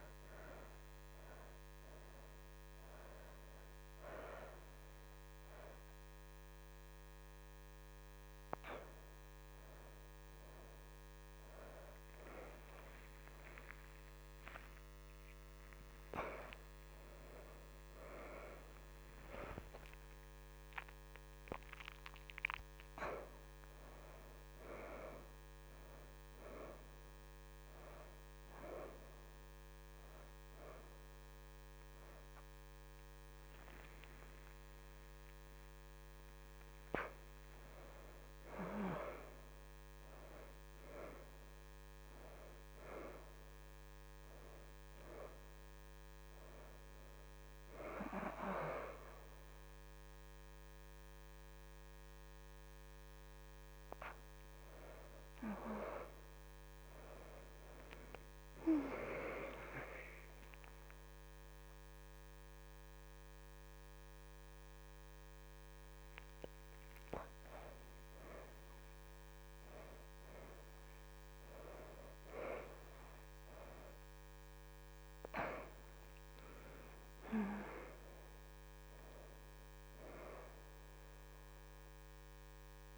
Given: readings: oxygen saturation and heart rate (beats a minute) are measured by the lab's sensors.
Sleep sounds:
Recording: a person awake in a sleep study, by a microphone on the trachea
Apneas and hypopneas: none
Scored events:
9.50-22.50 s: oxygen desaturation (device-marked, oxygen 92% before, 85% lowest, heart rate 101 before, 83 extreme)
51.50-66.50 s: oxygen desaturation (device-marked, oxygen 90% before, 84% lowest, heart rate 87 before, 80 extreme)
79.50-82.98 s: oxygen desaturation (device-marked, oxygen 90% before, 86% lowest, heart rate 85 before, 80 extreme)
From the record:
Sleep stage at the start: awake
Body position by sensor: on the back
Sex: female

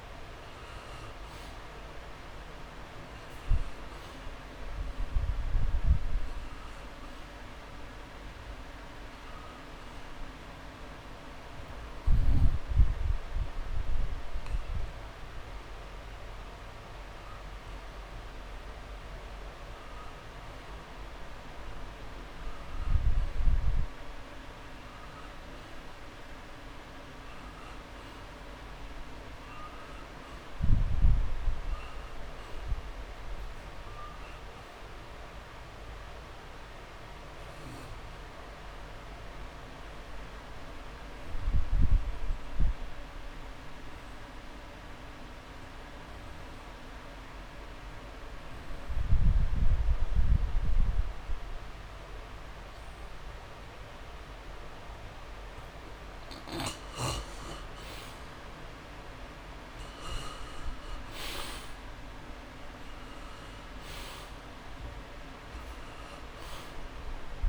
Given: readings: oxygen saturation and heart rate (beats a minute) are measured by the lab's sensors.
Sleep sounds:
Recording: breathing in sleep, hard to hear, by a room microphone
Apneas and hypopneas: 1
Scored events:
7.50-24.50 s: oxygen desaturation (device-marked, oxygen 98% before, 89% lowest)
28.00-32.00 s: arousal
38.50-55.50 s: obstructive apnea (oxygen 99% before, 87% lowest)
58.00-61.50 s: arousal
61.50-67.49 s: oxygen desaturation (device-marked, oxygen 97% before, 87% lowest)
From the record:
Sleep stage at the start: N2 (light sleep)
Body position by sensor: on the back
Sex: male

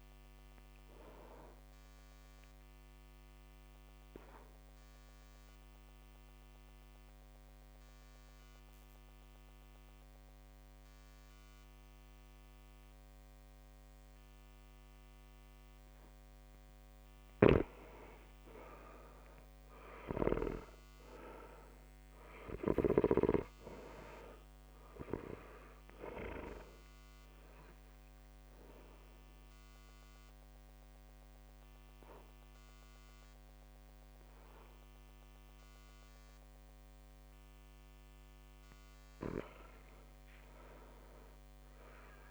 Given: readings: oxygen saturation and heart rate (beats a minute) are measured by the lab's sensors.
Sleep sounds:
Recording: breathing in sleep by a microphone on the trachea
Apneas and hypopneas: 2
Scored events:
0.00-1.00 s: oxygen desaturation (device-marked, oxygen 96% lowest, heart rate 54 extreme)
0.50-16.50 s: obstructive apnea (oxygen 99% before, 96% lowest, heart rate 58 before, 54 extreme, up 5 after)
17.00-20.50 s: snoring (device-marked)
18.50-21.50 s: arousal
19.00-29.00 s: drop in pulse transit time (device-marked, heart rate 58 before, 59 extreme)
25.50-37.50 s: obstructive apnea (oxygen 99% before, 95% lowest, heart rate 58 before, 54 extreme, up 16 after)
38.00-40.50 s: arousal
39.50-41.50 s: long interval between heartbeats (device-marked, heart rate 58 before, 64 extreme)
From the record:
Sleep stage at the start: REM sleep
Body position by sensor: on the back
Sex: male

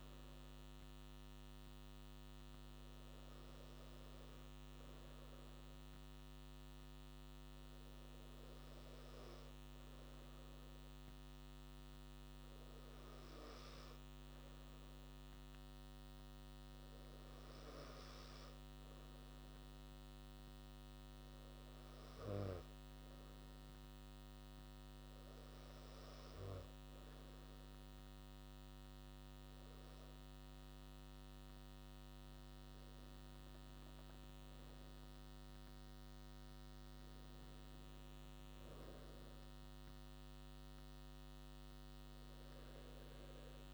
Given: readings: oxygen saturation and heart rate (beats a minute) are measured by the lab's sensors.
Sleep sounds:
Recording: breathing in sleep, hard to hear, by a microphone on the trachea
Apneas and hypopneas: none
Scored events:
none scored
From the record:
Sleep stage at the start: N2 (light sleep)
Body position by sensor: on the right side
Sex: male

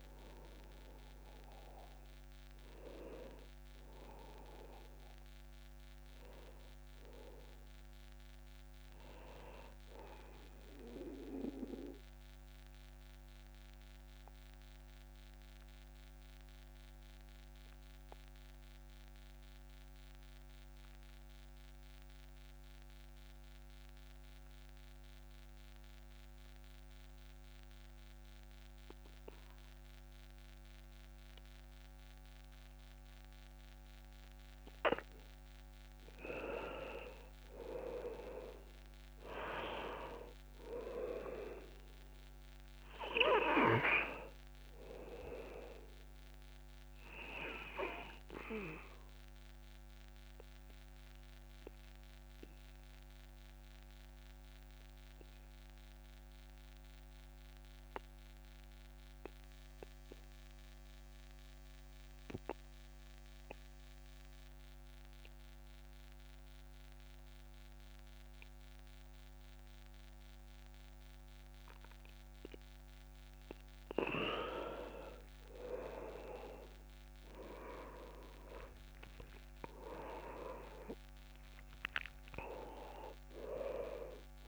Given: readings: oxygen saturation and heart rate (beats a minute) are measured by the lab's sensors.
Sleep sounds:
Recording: breathing in sleep by a microphone on the trachea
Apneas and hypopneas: 2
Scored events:
0.00-16.00 s: oxygen desaturation (device-marked, oxygen 90% lowest, heart rate 29 extreme)
10.00-34.50 s: obstructive apnea (oxygen 98% before, 90% lowest, heart rate 73 before, 29 extreme, up 37 after)
34.00-62.00 s: oxygen desaturation (device-marked, oxygen 99% before, 90% lowest)
37.00-41.00 s: arousal
48.00-72.50 s: obstructive apnea (oxygen 99% before, 90% lowest)
73.00-84.48 s: oxygen desaturation (device-marked, oxygen 99% before, 90% lowest)
77.50-81.50 s: arousal
From the record:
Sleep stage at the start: N2 (light sleep)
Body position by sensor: on the back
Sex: male

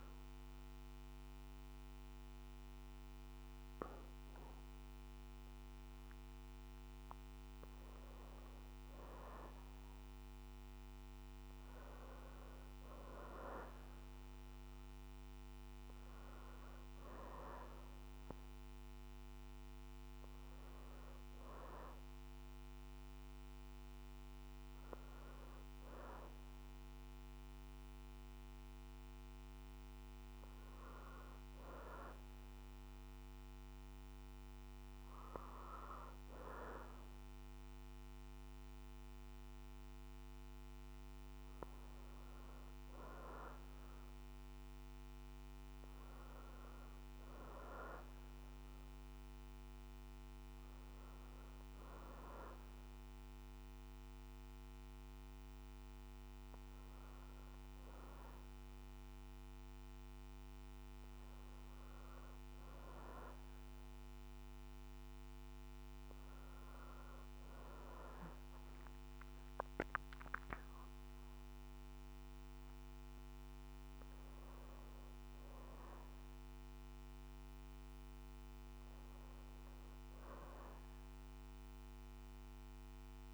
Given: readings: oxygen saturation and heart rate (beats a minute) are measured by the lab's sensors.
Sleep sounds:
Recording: breathing in sleep by a microphone on the trachea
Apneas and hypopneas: none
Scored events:
0.00-4.50 s: oxygen desaturation (device-marked, oxygen 91% lowest, heart rate 59 extreme)
19.50-34.50 s: oxygen desaturation (device-marked, oxygen 94% before, 90% lowest, heart rate 60 before, 59 extreme)
48.50-67.50 s: oxygen desaturation (device-marked, oxygen 95% before, 91% lowest, heart rate 60 before, 59 extreme)
From the record:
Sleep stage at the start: N2 (light sleep)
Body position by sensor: on the back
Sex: female

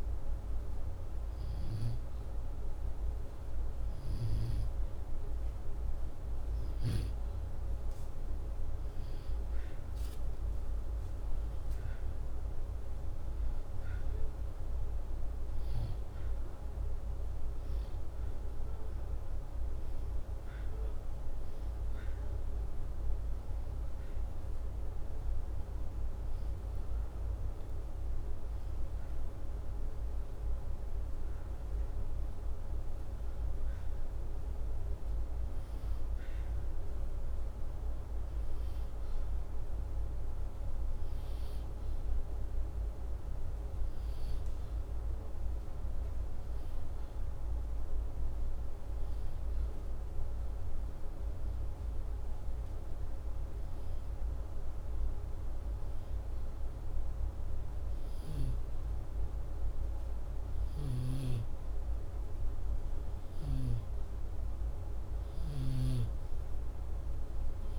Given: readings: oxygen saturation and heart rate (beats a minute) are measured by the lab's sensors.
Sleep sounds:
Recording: breathing in sleep, hard to hear, by a room microphone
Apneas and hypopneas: none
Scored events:
none scored
From the record:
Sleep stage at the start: N2 (light sleep)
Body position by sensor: upright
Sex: male

